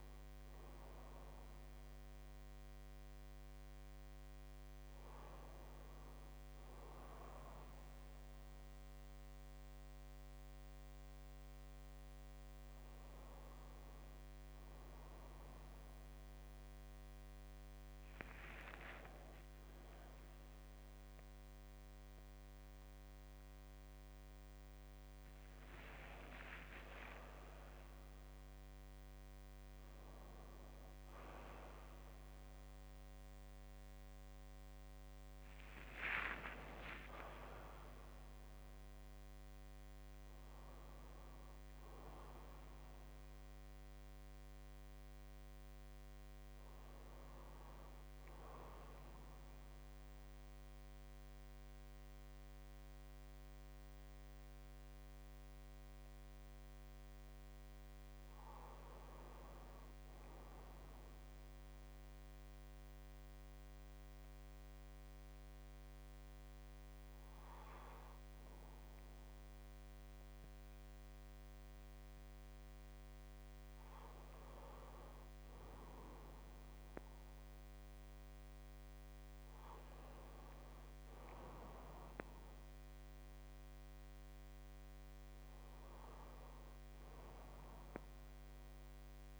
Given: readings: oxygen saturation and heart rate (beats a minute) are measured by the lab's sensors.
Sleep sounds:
a person partly awake in a sleep study, by a microphone on the trachea; none
17.00-47.00 s: new sleep stage, awake
19.50-21.50 s: long interval between heartbeats (device-marked, heart rate 67 before, 78 extreme)
37.50-39.50 s: long interval between heartbeats (device-marked, heart rate 71 before, 75 extreme)
47.00-89.40 s: new sleep stage, N1 (lightest sleep)
From the record:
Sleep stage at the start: N1 (lightest sleep); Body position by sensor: on the right side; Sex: male

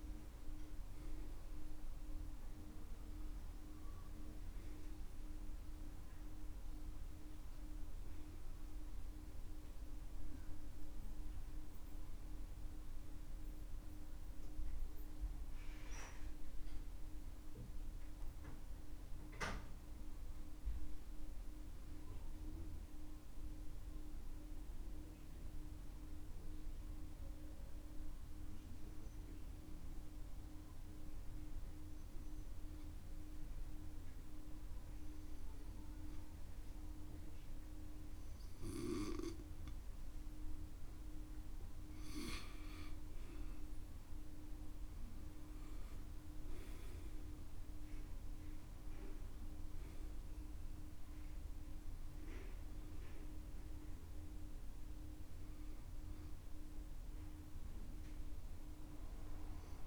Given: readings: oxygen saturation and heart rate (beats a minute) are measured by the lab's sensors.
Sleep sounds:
breathing in sleep, hard to hear, by a room microphone; 1
0.00-27.00 s: oxygen desaturation (device-marked, oxygen 87% lowest, heart rate 57 extreme)
24.00-41.00 s: obstructive apnea (oxygen 94% before, 90% lowest, heart rate 63 before, 58 extreme, up 14 after)
43.00-59.87 s: oxygen desaturation (device-marked, oxygen 98% before, 90% lowest, heart rate 59 before, 58 extreme)
43.50-48.00 s: arousal
From the record:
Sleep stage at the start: N2 (light sleep); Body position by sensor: on the back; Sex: male

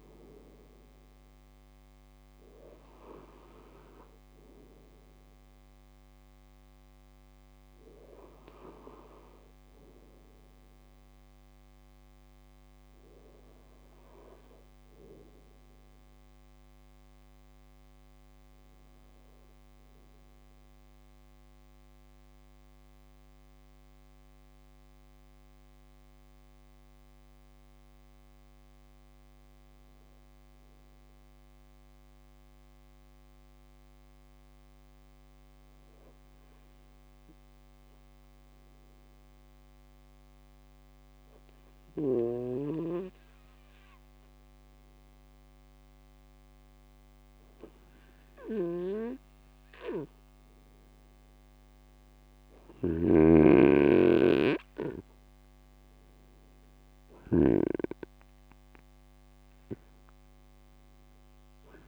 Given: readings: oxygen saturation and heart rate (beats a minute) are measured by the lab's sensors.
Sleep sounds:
breathing in sleep by a microphone on the trachea; 1
21.50-47.00 s: mixed apnea (oxygen 100% before, 96% lowest, heart rate 61 before, 56 extreme, up 2 after)
50.00-52.50 s: arousal
52.50-61.88 s: snoring (device-marked)
From the record:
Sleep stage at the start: N2 (light sleep); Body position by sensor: on the right side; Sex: male

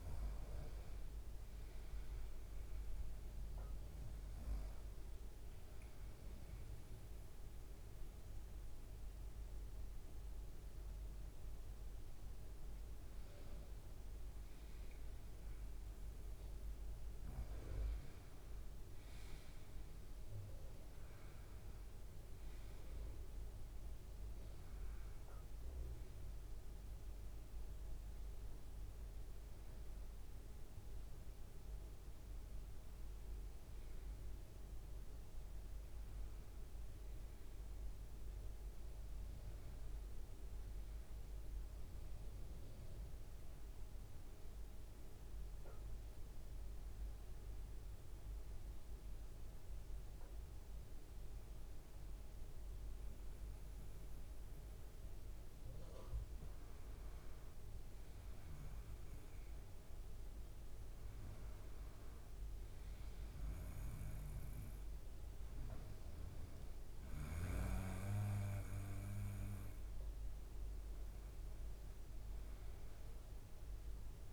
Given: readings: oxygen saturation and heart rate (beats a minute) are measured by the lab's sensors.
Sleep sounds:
breathing in sleep, hard to hear, by a room microphone; 1
7.00-20.00 s: oxygen desaturation (device-marked, oxygen 97% before, 93% lowest, heart rate 77 before, 76 extreme)
24.00-28.00 s: arousal
27.00-35.00 s: oxygen desaturation (device-marked, oxygen 96% before, 92% lowest, heart rate 77 before, 78 extreme)
47.50-57.50 s: obstructive apnea (oxygen 96% before, 92% lowest, heart rate 80 before, 78 extreme, up 0 after)
60.00-63.50 s: arousal
70.00-74.33 s: oxygen desaturation (device-marked, oxygen 95% before, 92% lowest, heart rate 78 before, 78 extreme)
From the record:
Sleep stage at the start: N2 (light sleep); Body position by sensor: on the right side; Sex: male

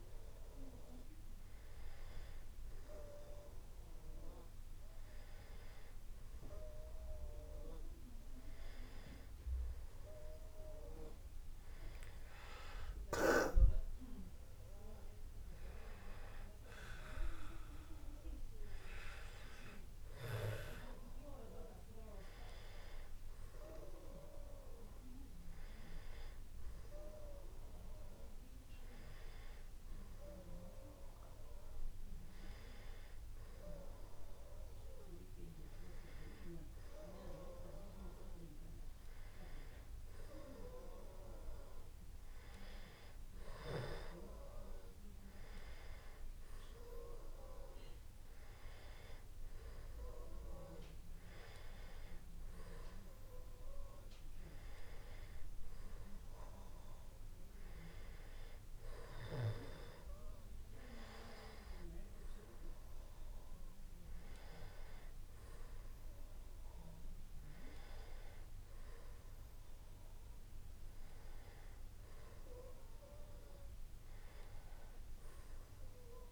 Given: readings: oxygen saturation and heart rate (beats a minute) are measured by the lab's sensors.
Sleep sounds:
a person awake in a sleep study, by a room microphone; none
none scored
From the record:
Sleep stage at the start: awake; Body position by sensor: on the back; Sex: male

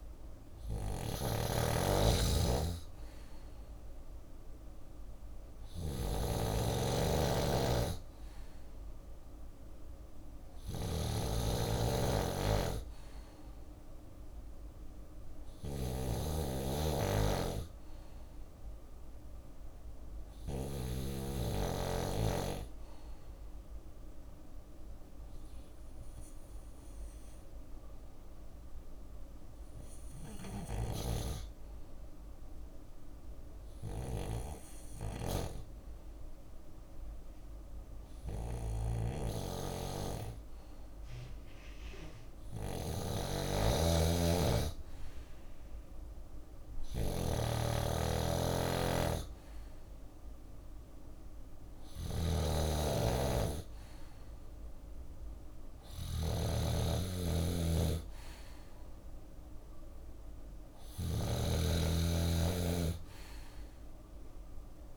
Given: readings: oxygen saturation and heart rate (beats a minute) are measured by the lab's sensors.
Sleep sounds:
breathing in sleep by a room microphone; 1
0.00-13.50 s: drop in pulse transit time (device-marked, heart rate 61 extreme)
0.00-20.00 s: snoring (device-marked)
24.00-41.50 s: obstructive apnea (oxygen 96% before, 94% lowest, heart rate 62 before, 61 extreme, up 1 after)
26.50-36.50 s: drop in pulse transit time (device-marked, heart rate 62 before, 61 extreme)
29.50-64.97 s: snoring (device-marked)
43.00-46.50 s: arousal
From the record:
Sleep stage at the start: N2 (light sleep); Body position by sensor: on the left side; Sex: male

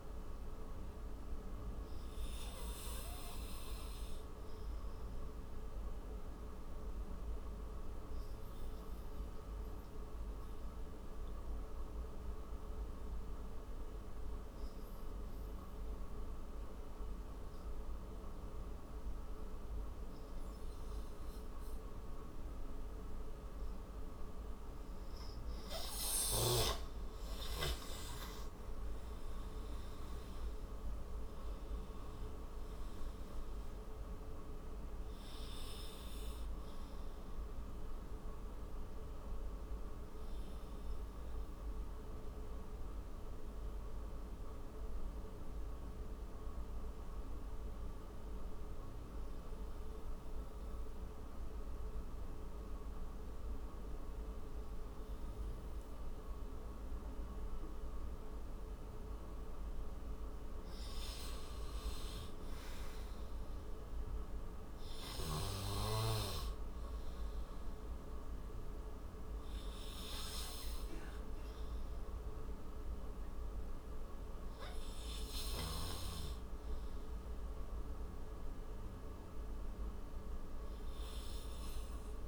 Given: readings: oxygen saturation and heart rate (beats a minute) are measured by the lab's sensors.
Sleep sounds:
breathing in sleep, hard to hear, by a room microphone; none
25.00-57.00 s: oxygen desaturation (device-marked, oxygen 97% before, 89% lowest)
30.50-33.50 s: arousal
67.00-77.00 s: oxygen desaturation (device-marked, oxygen 100% before, 93% lowest)
76.00-80.00 s: arousal
From the record:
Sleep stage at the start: N2 (light sleep); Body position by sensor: on the right side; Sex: male

